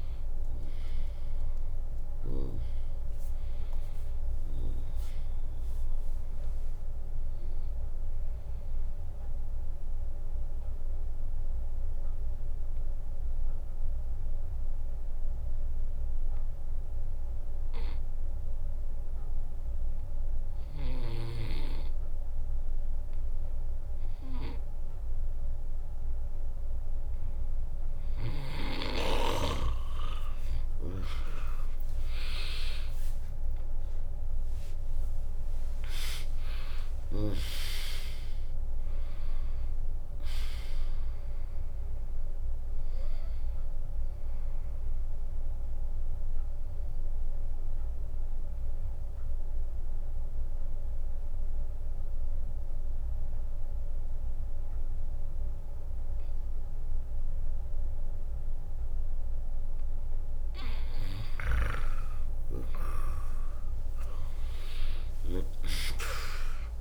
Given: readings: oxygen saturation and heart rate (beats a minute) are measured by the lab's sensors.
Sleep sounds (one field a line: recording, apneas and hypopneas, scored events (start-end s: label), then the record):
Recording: breathing in sleep by a room microphone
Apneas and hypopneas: 2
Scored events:
0.00-15.00 s: drop in pulse transit time (device-marked, heart rate 78 extreme)
3.00-5.00 s: long interval between heartbeats (device-marked, heart rate 69 before, 100 extreme)
9.00-24.50 s: mixed apnea (oxygen 100% before, 95% lowest, heart rate 79 before, 55 extreme, up 5 after)
17.00-29.00 s: bradycardia (device-marked, heart rate 75 before, 55 extreme)
30.50-34.50 s: arousal
31.00-58.00 s: oxygen desaturation (device-marked, oxygen 99% before, 95% lowest, heart rate 64 before, 59 extreme)
32.00-44.00 s: drop in pulse transit time (device-marked, heart rate 63 before, 60 extreme)
44.00-46.00 s: bradycardia (device-marked, heart rate 75 before, 67 extreme)
46.50-60.00 s: obstructive apnea (oxygen 99% before, 95% lowest, heart rate 71 before, 61 extreme, up 8 after)
62.50-66.81 s: arousal
From the record:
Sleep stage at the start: N2 (light sleep)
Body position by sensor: on the right side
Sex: female